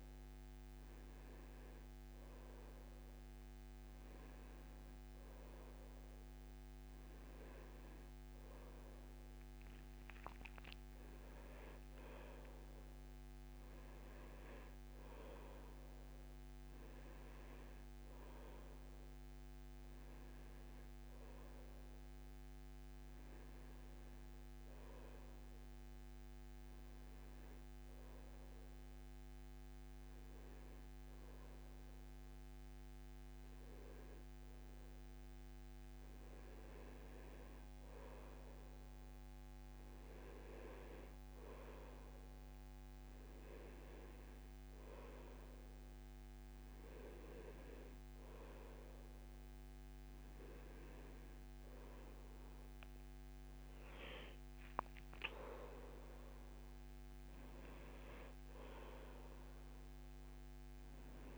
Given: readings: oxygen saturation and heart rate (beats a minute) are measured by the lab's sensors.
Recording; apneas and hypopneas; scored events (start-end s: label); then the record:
breathing in sleep, hard to hear, by a microphone on the trachea; 1
26.50-37.50 s: hypopnea (oxygen 94% before, 92% lowest, heart rate 72 before, 67 extreme, up 0 after)
37.50-42.00 s: arousal
45.50-57.50 s: oxygen desaturation (device-marked, oxygen 95% before, 92% lowest, heart rate 71 before, 66 extreme)
From the record:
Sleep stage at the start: N1 (lightest sleep); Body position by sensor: on the back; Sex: male